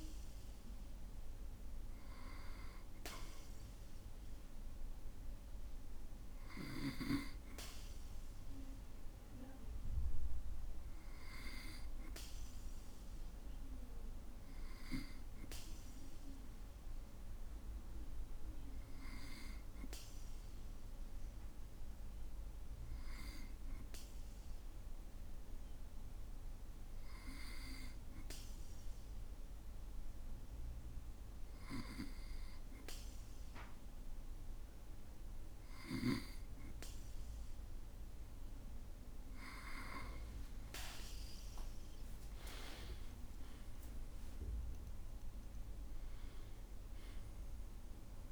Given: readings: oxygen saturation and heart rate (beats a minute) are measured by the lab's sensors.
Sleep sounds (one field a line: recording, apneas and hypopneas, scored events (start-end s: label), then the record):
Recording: breathing in sleep by a room microphone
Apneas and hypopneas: 1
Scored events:
19.50-36.00 s: hypopnea (oxygen 97% before, 95% lowest, heart rate 57 before, 54 extreme, up 7 after)
40.00-44.50 s: arousal
From the record:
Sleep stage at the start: N2 (light sleep)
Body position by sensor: on the back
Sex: male